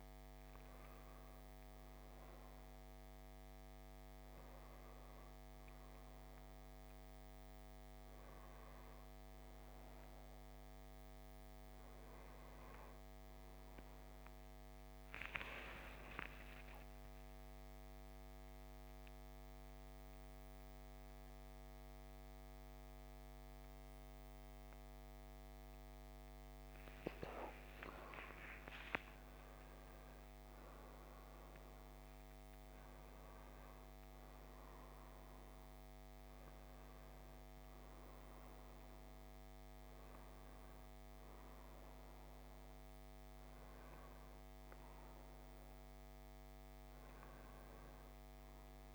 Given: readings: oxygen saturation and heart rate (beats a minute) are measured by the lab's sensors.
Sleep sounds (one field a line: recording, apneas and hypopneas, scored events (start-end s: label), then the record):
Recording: a person awake in a sleep study, hard to hear, by a microphone on the trachea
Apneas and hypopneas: none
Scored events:
28.50-48.95 s: new sleep stage, N1 (lightest sleep)
From the record:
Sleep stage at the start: awake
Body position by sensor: on the left side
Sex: male